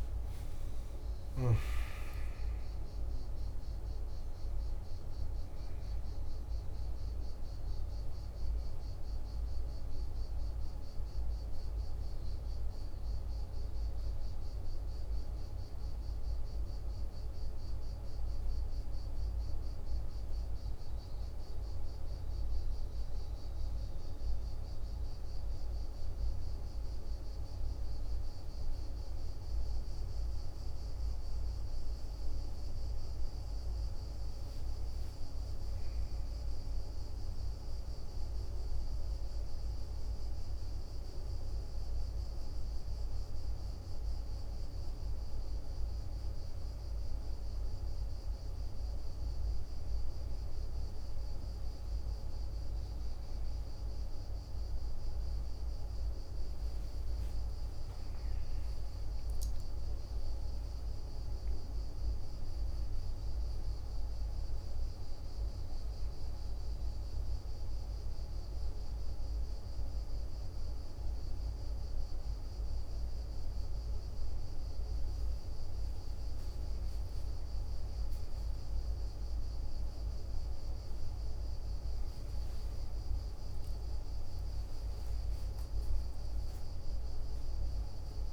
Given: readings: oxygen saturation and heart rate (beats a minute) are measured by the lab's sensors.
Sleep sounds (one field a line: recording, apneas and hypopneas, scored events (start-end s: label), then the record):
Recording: a person awake in a sleep study, hard to hear, by a room microphone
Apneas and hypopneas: none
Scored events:
0.00-1.50 s: oxygen desaturation (device-marked, oxygen 96% lowest, heart rate 58 extreme)
59.50-88.33 s: new sleep stage, N1 (lightest sleep)
From the record:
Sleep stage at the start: awake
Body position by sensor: on the back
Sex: male